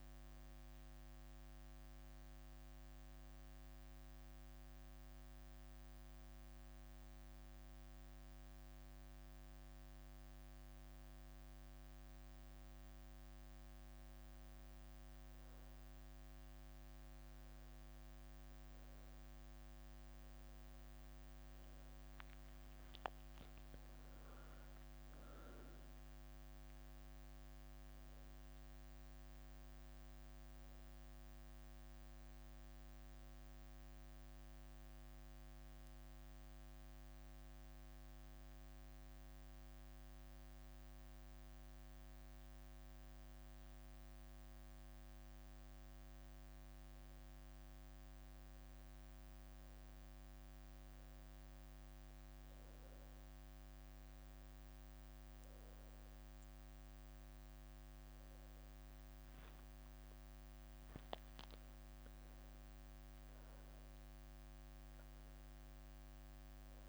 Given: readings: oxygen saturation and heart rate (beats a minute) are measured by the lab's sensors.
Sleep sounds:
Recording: breathing in sleep, hard to hear, by a microphone on the trachea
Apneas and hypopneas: 2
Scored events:
4.00-20.00 s: obstructive apnea (oxygen 98% before, 93% lowest, heart rate 72 before, 69 extreme, up 10 after)
5.50-8.50 s: leg movement (device-marked)
17.50-41.50 s: oxygen desaturation (device-marked, oxygen 98% before, 94% lowest, heart rate 72 before, 70 extreme)
21.00-22.00 s: leg movement (device-marked)
22.50-27.50 s: arousal
32.50-36.00 s: leg movement (device-marked)
39.00-60.50 s: obstructive apnea (oxygen 98% before, 92% lowest, heart rate 75 before, 69 extreme, up 2 after)
44.00-46.50 s: leg movement (device-marked)
47.00-49.00 s: leg movement (device-marked)
53.50-66.89 s: oxygen desaturation (device-marked, oxygen 98% before, 93% lowest, heart rate 71 before, 69 extreme)
54.50-58.50 s: leg movement (device-marked)
59.00-63.00 s: leg movement (device-marked)
61.50-65.00 s: arousal
64.00-66.50 s: leg movement (device-marked)
From the record:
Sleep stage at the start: N1 (lightest sleep)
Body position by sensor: on the back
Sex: female

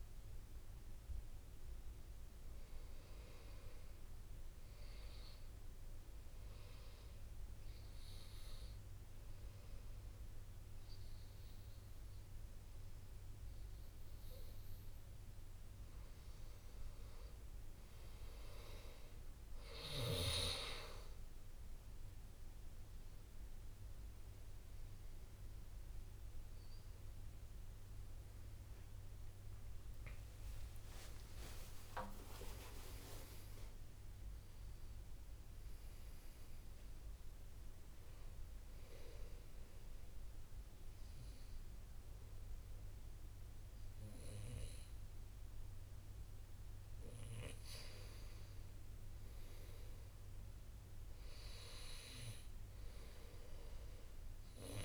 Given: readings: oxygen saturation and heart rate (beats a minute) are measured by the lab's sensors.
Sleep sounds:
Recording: breathing in sleep by a room microphone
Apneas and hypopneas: 2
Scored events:
4.50-16.50 s: hypopnea (oxygen 99% before, 95% lowest, heart rate 58 before, 58 extreme, up 3 after)
18.00-22.00 s: arousal
24.50-39.50 s: oxygen desaturation (device-marked, oxygen 99% before, 95% lowest, heart rate 58 before, 56 extreme)
31.50-36.50 s: arousal
32.00-34.00 s: long interval between heartbeats (device-marked, heart rate 59 before, 73 extreme)
39.50-49.50 s: hypopnea (oxygen 99% before, 94% lowest, heart rate 65 before, 49 extreme, up 4 after)
51.50-54.50 s: arousal
From the record:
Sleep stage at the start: N2 (light sleep)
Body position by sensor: on the back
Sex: male

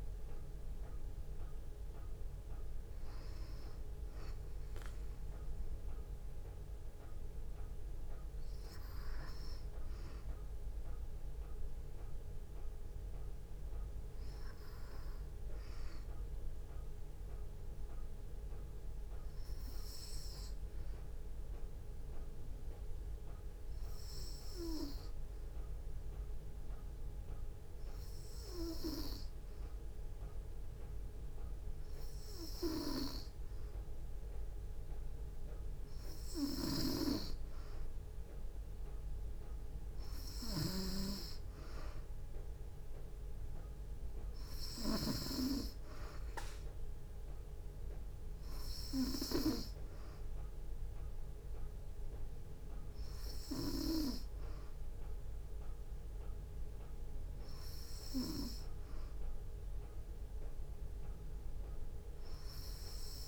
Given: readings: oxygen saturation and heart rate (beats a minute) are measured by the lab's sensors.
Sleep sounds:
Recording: breathing in sleep by a room microphone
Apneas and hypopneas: 1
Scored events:
0.00-5.00 s: oxygen desaturation (device-marked, oxygen 89% lowest, heart rate 58 extreme)
12.00-15.00 s: arousal
17.50-36.00 s: hypopnea (oxygen 95% before, 91% lowest, heart rate 58 before, 57 extreme, up 2 after)
36.50-45.00 s: snoring (device-marked)
38.50-42.00 s: arousal
41.00-63.00 s: oxygen desaturation (device-marked, oxygen 94% before, 91% lowest, heart rate 58 before, 56 extreme)
From the record:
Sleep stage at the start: N2 (light sleep)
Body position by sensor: on the back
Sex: female

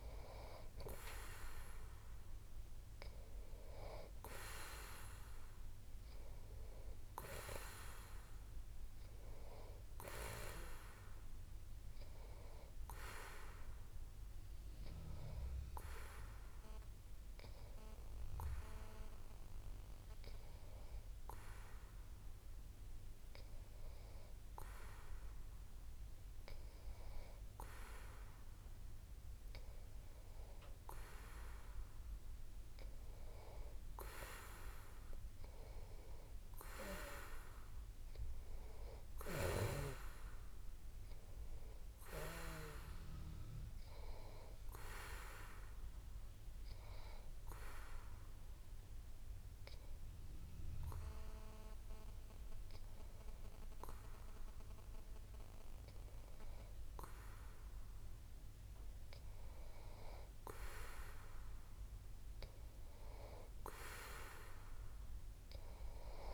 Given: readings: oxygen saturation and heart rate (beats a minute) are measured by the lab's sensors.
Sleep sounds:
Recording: breathing in sleep by a room microphone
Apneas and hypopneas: 2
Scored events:
0.00-2.50 s: arousal
15.50-29.50 s: hypopnea (oxygen 94% before, 91% lowest)
34.00-37.50 s: arousal
44.50-58.00 s: obstructive apnea (oxygen 93% before, 91% lowest)
60.00-63.50 s: arousal
From the record:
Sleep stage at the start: N2 (light sleep)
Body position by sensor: on the back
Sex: male

